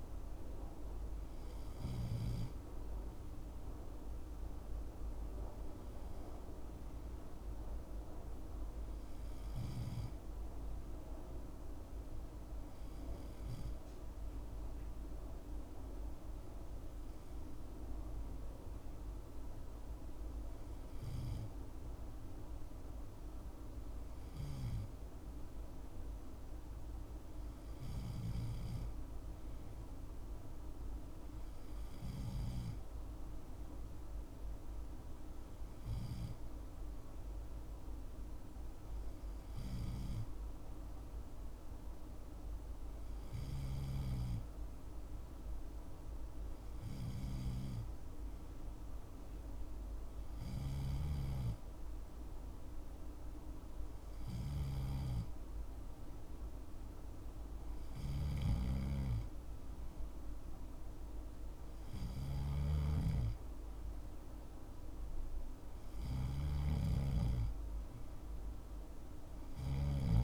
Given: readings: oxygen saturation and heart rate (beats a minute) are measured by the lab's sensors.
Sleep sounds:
breathing in sleep, hard to hear, by a room microphone; none
54.00-70.00 s: snoring (device-marked)
From the record:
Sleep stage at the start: N2 (light sleep); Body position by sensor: on the left side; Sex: male

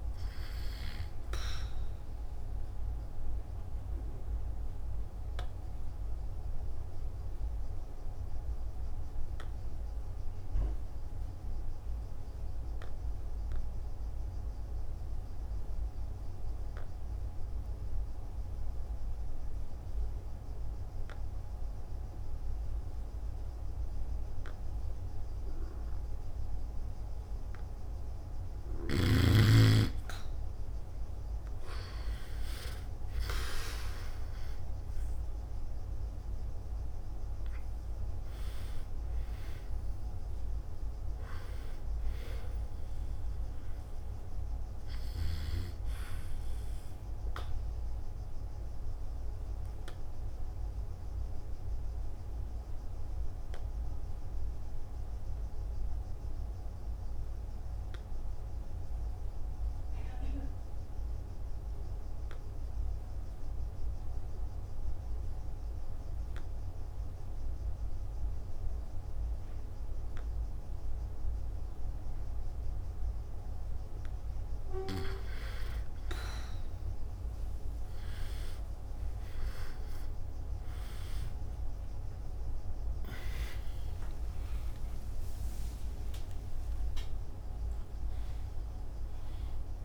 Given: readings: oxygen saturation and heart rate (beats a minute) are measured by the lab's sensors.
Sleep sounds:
breathing in sleep by a room microphone; 2
0.00-20.50 s: oxygen desaturation (device-marked, oxygen 92% lowest, heart rate 49 extreme)
6.00-27.00 s: obstructive apnea (oxygen 98% before, 91% lowest, heart rate 54 before, 49 extreme)
31.00-36.00 s: arousal
33.50-45.50 s: oxygen desaturation (device-marked, oxygen 98% before, 94% lowest, heart rate 54 before, 52 extreme)
50.50-72.50 s: obstructive apnea (oxygen 98% before, 91% lowest, heart rate 55 before, 50 extreme, up 1 after)
64.50-73.50 s: oxygen desaturation (device-marked, oxygen 96% before, 91% lowest, heart rate 55 before, 50 extreme)
81.50-89.85 s: new sleep stage, awake
From the record:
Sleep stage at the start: N2 (light sleep); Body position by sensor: on the back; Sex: male

